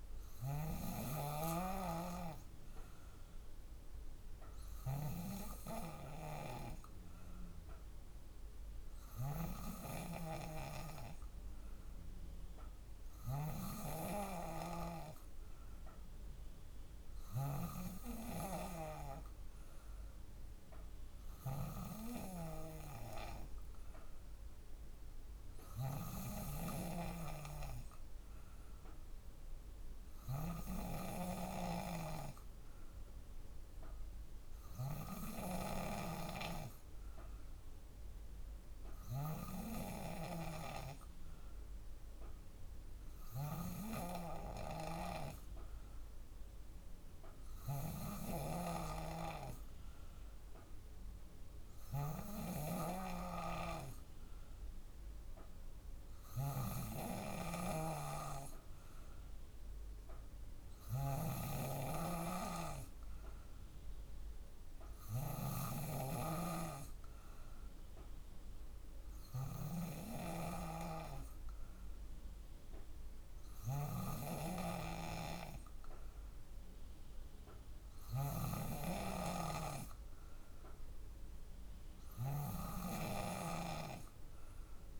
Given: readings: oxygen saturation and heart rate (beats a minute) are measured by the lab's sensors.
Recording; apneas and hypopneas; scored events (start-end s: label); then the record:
breathing in sleep by a room microphone; none
0.00-1.00 s: snoring (device-marked)
26.00-35.00 s: snoring (device-marked)
47.00-85.00 s: snoring (device-marked)
54.50-60.50 s: drop in pulse transit time (device-marked, heart rate 62 before, 60 extreme)
From the record:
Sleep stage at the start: N2 (light sleep); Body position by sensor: on the back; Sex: female